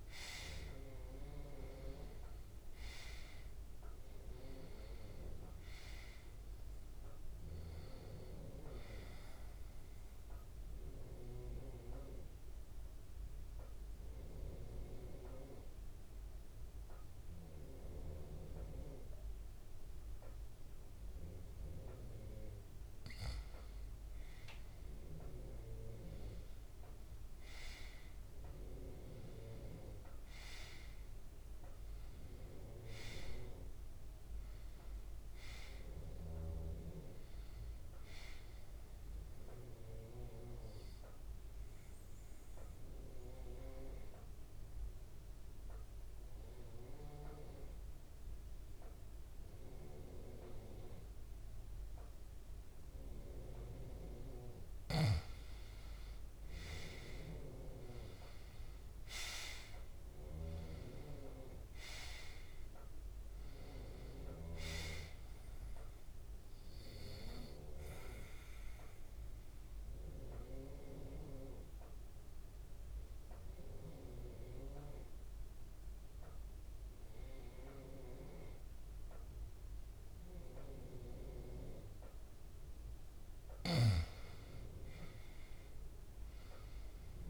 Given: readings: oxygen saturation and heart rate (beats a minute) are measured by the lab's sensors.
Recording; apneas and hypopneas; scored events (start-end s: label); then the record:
breathing in sleep by a room microphone; 3
5.00-26.00 s: oxygen desaturation (device-marked, oxygen 96% before, 91% lowest, heart rate 71 before, 67 extreme)
10.00-23.00 s: mixed apnea (oxygen 98% before, 89% lowest, heart rate 72 before, 67 extreme, up 6 after)
25.00-29.50 s: arousal
35.00-52.00 s: oxygen desaturation (device-marked, oxygen 98% before, 93% lowest, heart rate 71 before, 67 extreme)
40.50-54.50 s: mixed apnea (oxygen 98% before, 89% lowest, heart rate 73 before, 66 extreme, up 7 after)
55.50-59.50 s: arousal
66.00-87.00 s: oxygen desaturation (device-marked, oxygen 97% before, 89% lowest, heart rate 71 before, 66 extreme)
68.50-83.00 s: obstructive apnea (oxygen 97% before, 88% lowest, heart rate 72 before, 66 extreme, up 7 after)
From the record:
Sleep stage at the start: N2 (light sleep); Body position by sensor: on the back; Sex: male